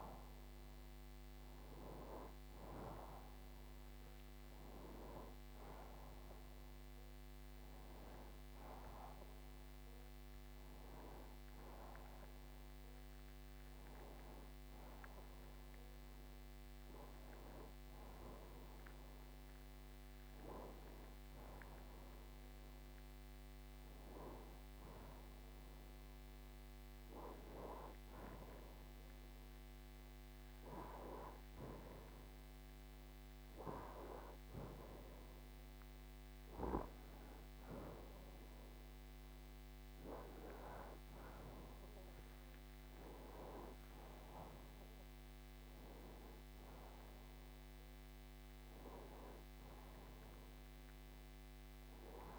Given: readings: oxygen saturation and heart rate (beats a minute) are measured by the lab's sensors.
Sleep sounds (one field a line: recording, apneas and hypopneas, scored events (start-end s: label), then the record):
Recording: breathing in sleep by a microphone on the trachea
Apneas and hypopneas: none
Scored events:
31.50-52.39 s: new sleep stage, N2 (light sleep)
From the record:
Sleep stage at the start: N1 (lightest sleep)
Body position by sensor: on the right side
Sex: male